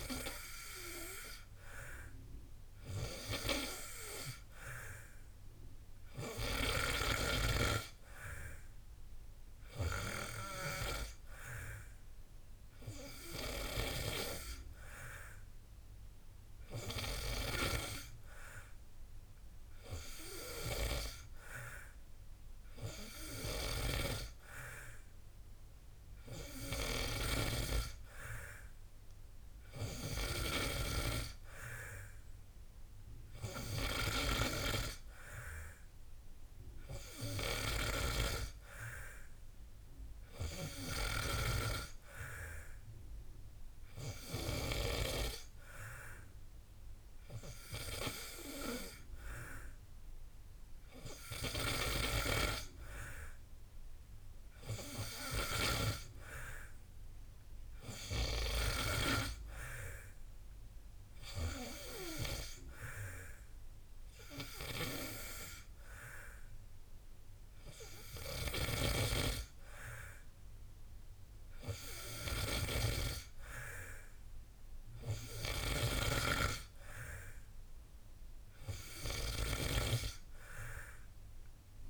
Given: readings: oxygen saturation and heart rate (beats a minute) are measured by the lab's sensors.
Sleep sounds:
breathing in sleep by a room microphone; none
none scored
From the record:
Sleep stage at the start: N2 (light sleep); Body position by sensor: on the back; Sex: male

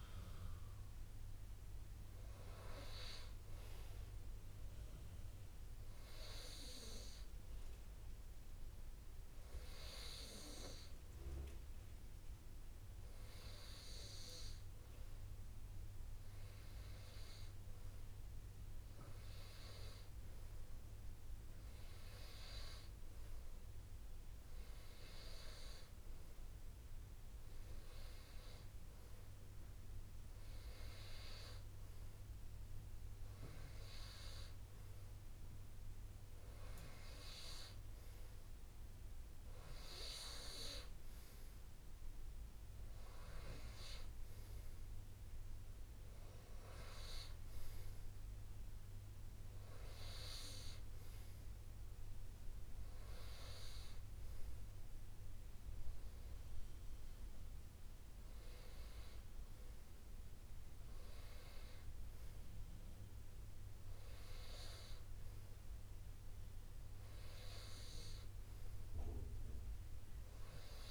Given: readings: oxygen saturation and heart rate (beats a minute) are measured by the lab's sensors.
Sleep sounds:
breathing in sleep by a room microphone; none
1.50-3.50 s: long interval between heartbeats (device-marked, heart rate 63 before, 79 extreme)
8.50-70.90 s: new sleep stage, REM sleep
65.50-67.50 s: long interval between heartbeats (device-marked, heart rate 64 before, 68 extreme)
From the record:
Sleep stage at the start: N2 (light sleep); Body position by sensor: on the right side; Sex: male

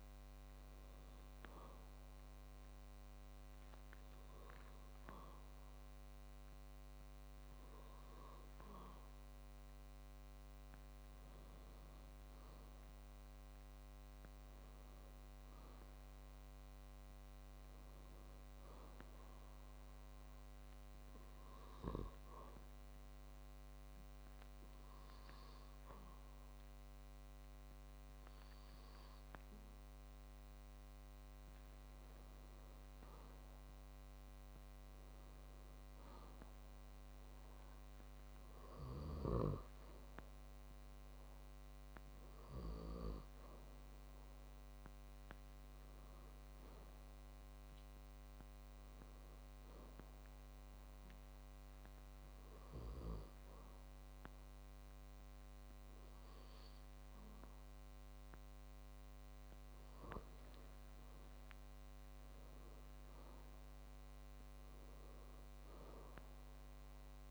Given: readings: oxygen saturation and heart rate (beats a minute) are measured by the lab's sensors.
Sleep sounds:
breathing in sleep by a microphone on the trachea; 3
2.50-12.50 s: hypopnea (oxygen 97% before, 95% lowest, heart rate 108 before, 94 extreme)
14.00-17.50 s: arousal
21.00-33.50 s: hypopnea (oxygen 97% before, 95% lowest, heart rate 129 before, 103 extreme, up 46 after)
35.50-39.00 s: arousal
51.00-61.00 s: hypopnea (oxygen 97% before, 95% lowest, heart rate 139 before, 90 extreme, up 36 after)
63.50-66.50 s: arousal
From the record:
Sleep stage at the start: N2 (light sleep); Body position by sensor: on the back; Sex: male

